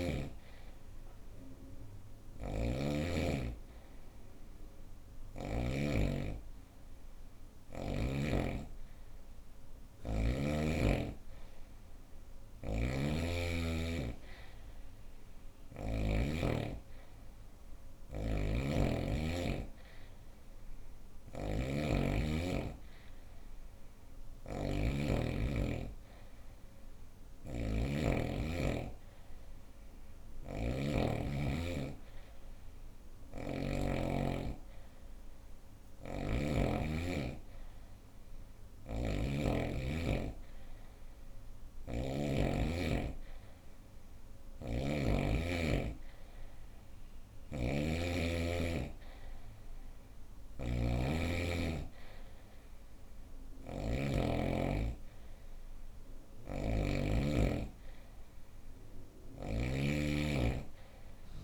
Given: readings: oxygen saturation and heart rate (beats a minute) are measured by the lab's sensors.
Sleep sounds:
breathing in sleep by a room microphone; none
0.00-5.00 s: snoring (device-marked)
12.00-15.50 s: snoring (device-marked)
17.50-33.00 s: snoring (device-marked)
35.00-41.50 s: snoring (device-marked)
43.50-53.50 s: snoring (device-marked)
55.50-61.44 s: snoring (device-marked)
From the record:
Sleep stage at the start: N2 (light sleep); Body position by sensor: on the right side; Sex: female

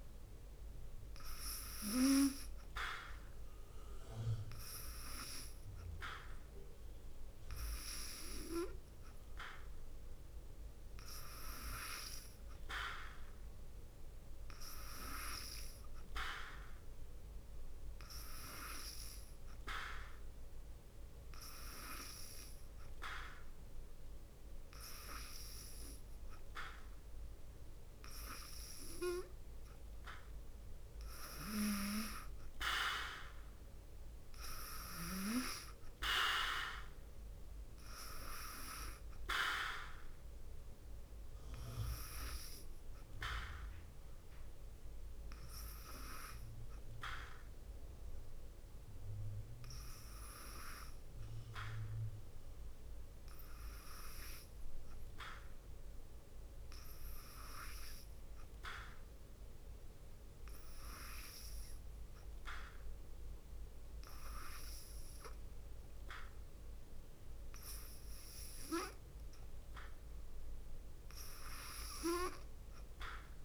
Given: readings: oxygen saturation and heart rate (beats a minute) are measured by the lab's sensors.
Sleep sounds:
breathing in sleep by a room microphone; 2
15.00-28.00 s: hypopnea (oxygen 94% before, 91% lowest, heart rate 56 before, 52 extreme, up 6 after)
29.50-32.50 s: arousal
56.00-69.00 s: hypopnea (oxygen 94% before, 89% lowest, heart rate 56 before, 55 extreme, up 4 after)
69.00-73.45 s: oxygen desaturation (device-marked, oxygen 95% before, 91% lowest, heart rate 55 before, 49 extreme)
71.50-73.45 s: arousal
From the record:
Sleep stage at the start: N2 (light sleep); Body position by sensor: on the back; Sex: female

